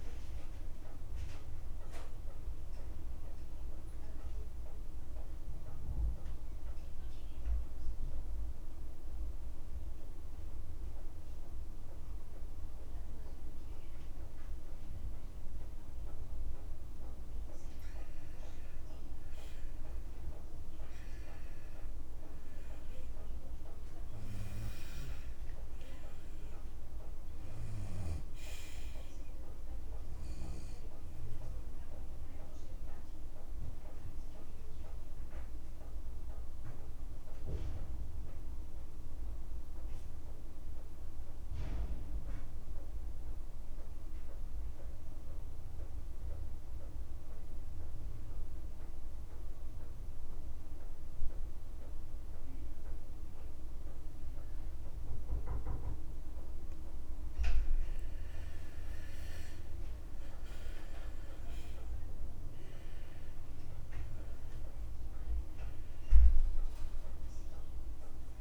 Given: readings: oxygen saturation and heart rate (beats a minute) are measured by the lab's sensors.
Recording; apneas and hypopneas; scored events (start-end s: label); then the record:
breathing in sleep, hard to hear, by a room microphone; 2
0.00-6.00 s: oxygen desaturation (device-marked, oxygen 88% lowest)
1.50-17.50 s: mixed apnea (oxygen 96% before, 88% lowest, heart rate 35 before, 53 extreme, up 13 after)
14.50-16.50 s: long interval between heartbeats (device-marked, heart rate 51 before, 65 extreme)
20.00-24.50 s: arousal
22.00-51.00 s: oxygen desaturation (device-marked, oxygen 97% before, 88% lowest, heart rate 58 before, 53 extreme)
33.50-57.50 s: mixed apnea (oxygen 97% before, 88% lowest, heart rate 60 before, 53 extreme, up 8 after)
34.00-36.00 s: long interval between heartbeats (device-marked, heart rate 60 before, 64 extreme)
36.00-38.00 s: long interval between heartbeats (device-marked, heart rate 60 before, 78 extreme)
45.00-47.00 s: long interval between heartbeats (device-marked, heart rate 63 before, 60 extreme)
50.50-52.50 s: long interval between heartbeats (device-marked, heart rate 66 before, 73 extreme)
54.00-56.00 s: long interval between heartbeats (device-marked, heart rate 69 before, 71 extreme)
58.50-63.00 s: arousal
59.00-68.41 s: oxygen desaturation (device-marked, oxygen 95% before, 88% lowest, heart rate 68 before, 52 extreme)
From the record:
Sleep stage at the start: N2 (light sleep); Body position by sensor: on the back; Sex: male